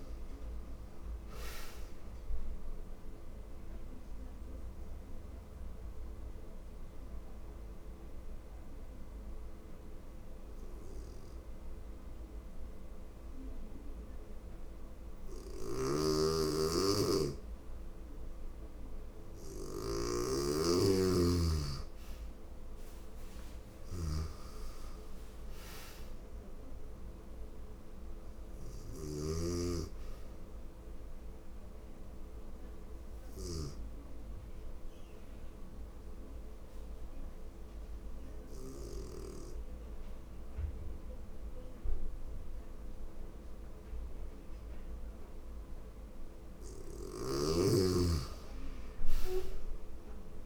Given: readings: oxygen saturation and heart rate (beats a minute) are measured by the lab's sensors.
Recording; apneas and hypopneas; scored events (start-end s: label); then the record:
breathing in sleep by a room microphone; 2
0.00-21.50 s: oxygen desaturation (device-marked, oxygen 90% lowest, heart rate 80 extreme)
3.00-19.00 s: obstructive apnea (oxygen 99% before, 89% lowest, heart rate 83 before, 80 extreme, up 3 after)
15.00-33.00 s: snoring (device-marked)
22.00-26.50 s: arousal
31.50-47.50 s: oxygen desaturation (device-marked, oxygen 98% before, 89% lowest, heart rate 82 before, 80 extreme)
32.00-45.50 s: obstructive apnea (oxygen 98% before, 87% lowest, heart rate 82 before, 80 extreme, up 19 after)
46.50-50.46 s: snoring (device-marked)
48.50-50.46 s: arousal
From the record:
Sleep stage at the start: N2 (light sleep); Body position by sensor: on the right side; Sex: female